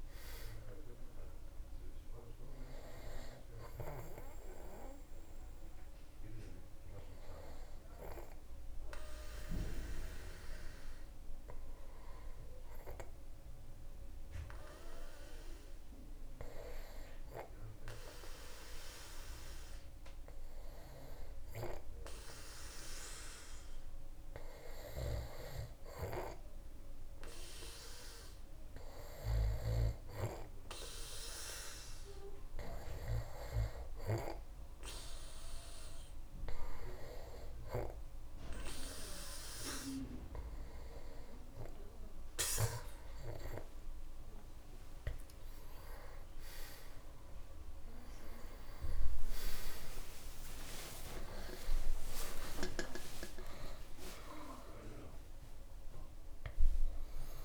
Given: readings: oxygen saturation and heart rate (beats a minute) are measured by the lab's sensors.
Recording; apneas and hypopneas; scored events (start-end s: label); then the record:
breathing in sleep by a room microphone; 1
5.00-35.00 s: hypopnea (oxygen 99% before, 96% lowest)
49.00-53.00 s: arousal
From the record:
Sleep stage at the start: N2 (light sleep); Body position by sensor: on the back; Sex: male